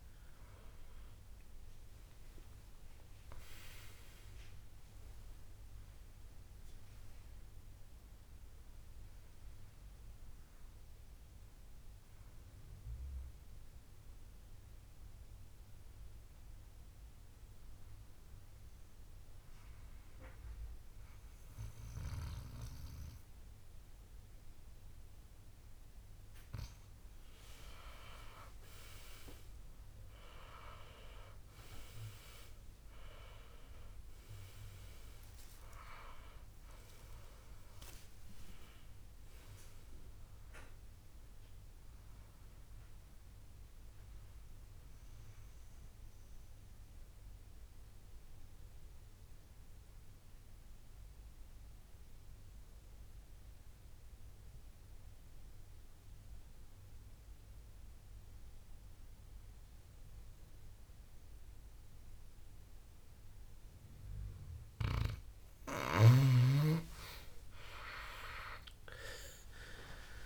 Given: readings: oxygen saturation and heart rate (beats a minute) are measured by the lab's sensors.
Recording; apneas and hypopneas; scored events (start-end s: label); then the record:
breathing in sleep by a room microphone; 2
0.00-20.00 s: oxygen desaturation (device-marked, oxygen 89% lowest, heart rate 62 extreme)
14.50-27.50 s: obstructive apnea (oxygen 97% before, 89% lowest, heart rate 76 before, 57 extreme, up 12 after)
28.50-33.50 s: arousal
44.00-64.00 s: obstructive apnea (oxygen 99% before, 91% lowest, heart rate 70 before, 56 extreme, up 17 after)
66.50-69.50 s: arousal
From the record:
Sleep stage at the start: N2 (light sleep); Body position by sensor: on the back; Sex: male